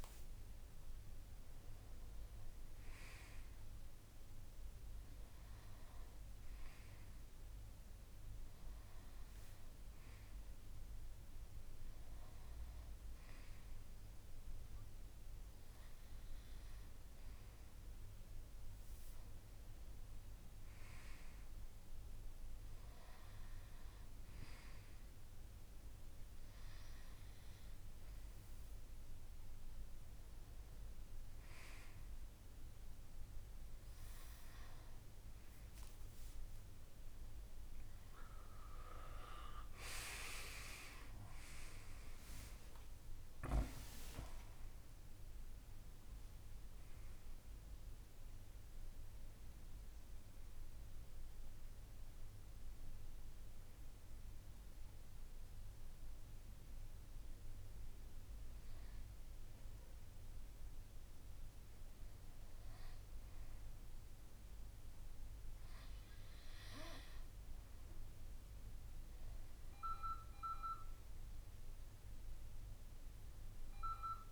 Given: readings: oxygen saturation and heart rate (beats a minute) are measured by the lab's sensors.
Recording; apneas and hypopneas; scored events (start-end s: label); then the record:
breathing in sleep by a room microphone; 1
41.50-46.00 s: arousal
54.50-65.00 s: obstructive apnea (oxygen 93% before, 91% lowest)
69.00-73.00 s: arousal
From the record:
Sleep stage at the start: N2 (light sleep); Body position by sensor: on the right side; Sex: male